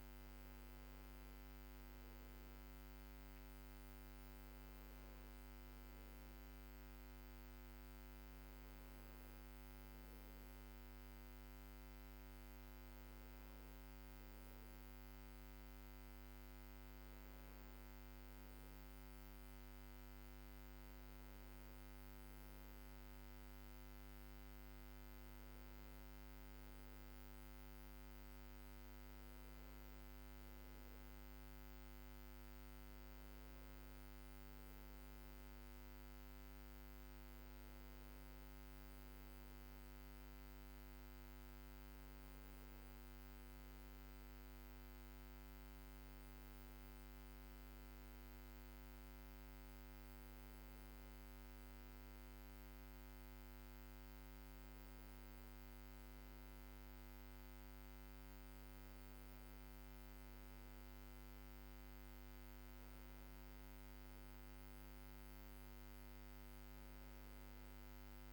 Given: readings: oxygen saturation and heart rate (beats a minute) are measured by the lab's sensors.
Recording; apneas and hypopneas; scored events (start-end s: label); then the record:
a person awake in a sleep study, hard to hear, by a microphone on the trachea; none
none scored
From the record:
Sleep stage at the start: awake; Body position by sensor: on the back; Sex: male